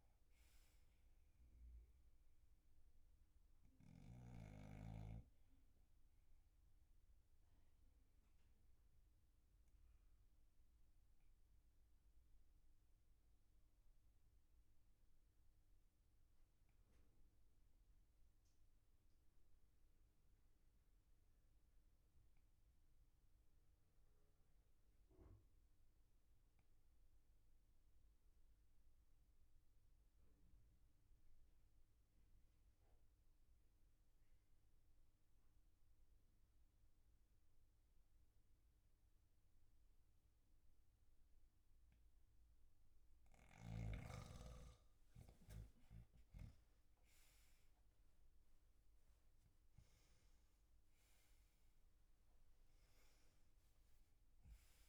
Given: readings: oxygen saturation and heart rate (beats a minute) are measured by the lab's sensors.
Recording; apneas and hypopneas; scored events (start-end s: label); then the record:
breathing in sleep by a room microphone; 1
6.50-43.50 s: obstructive apnea (oxygen 99% before, 94% lowest, heart rate 47 before, 40 extreme, up 38 after)
46.00-51.00 s: arousal
From the record:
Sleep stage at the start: N2 (light sleep); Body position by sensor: on the back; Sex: male